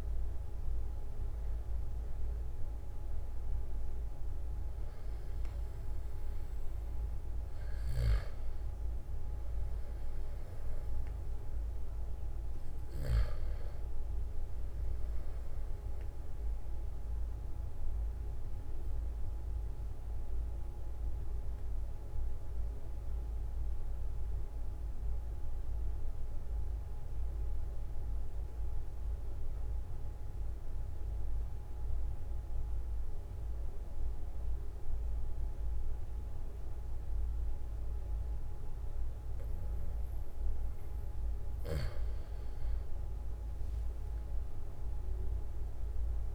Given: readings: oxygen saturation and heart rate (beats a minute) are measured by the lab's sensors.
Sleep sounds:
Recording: breathing in sleep, hard to hear, by a room microphone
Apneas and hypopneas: 1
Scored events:
0.00-30.00 s: oxygen desaturation (device-marked, oxygen 91% lowest, heart rate 43 extreme)
8.00-13.50 s: snoring (device-marked)
17.00-40.50 s: obstructive apnea (oxygen 96% before, 91% lowest, heart rate 45 before, 43 extreme, up 6 after)
43.00-46.35 s: arousal
From the record:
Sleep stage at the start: N2 (light sleep)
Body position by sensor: on the back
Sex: male

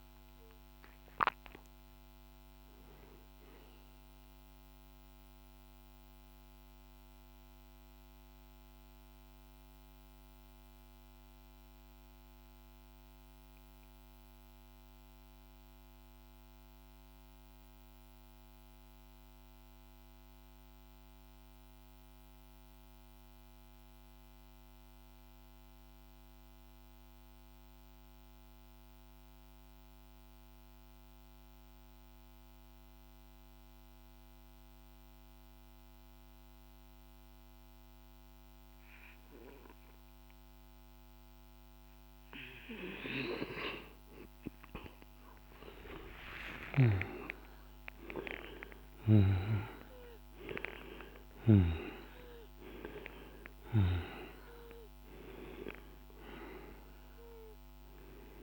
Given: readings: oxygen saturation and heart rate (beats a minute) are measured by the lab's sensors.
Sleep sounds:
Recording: breathing in sleep by a microphone on the trachea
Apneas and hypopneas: 1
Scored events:
0.00-21.00 s: oxygen desaturation (device-marked, oxygen 86% lowest, heart rate 48 extreme)
3.50-42.50 s: mixed apnea (oxygen 98% before, 86% lowest, heart rate 67 before, 48 extreme, up 17 after)
33.00-58.42 s: oxygen desaturation (device-marked, oxygen 100% before, 86% lowest, heart rate 49 before, 47 extreme)
45.00-49.50 s: arousal
From the record:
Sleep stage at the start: N2 (light sleep)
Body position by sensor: on the back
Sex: male

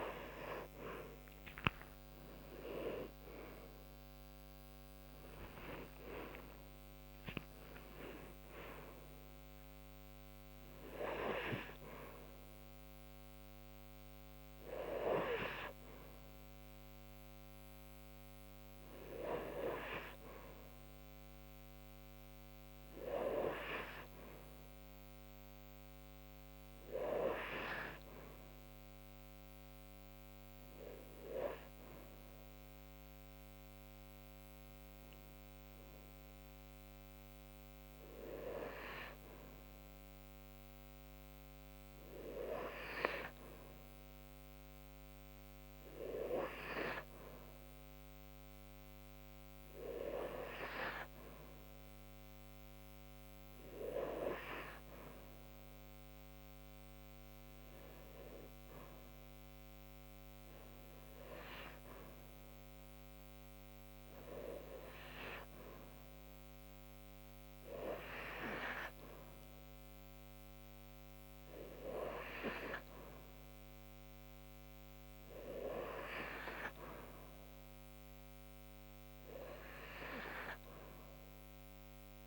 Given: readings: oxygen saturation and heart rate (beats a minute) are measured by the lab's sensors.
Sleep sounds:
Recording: breathing in sleep by a microphone on the trachea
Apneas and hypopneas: none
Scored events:
1.50-7.00 s: arousal
From the record:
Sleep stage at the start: N2 (light sleep)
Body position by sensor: on the right side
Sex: female

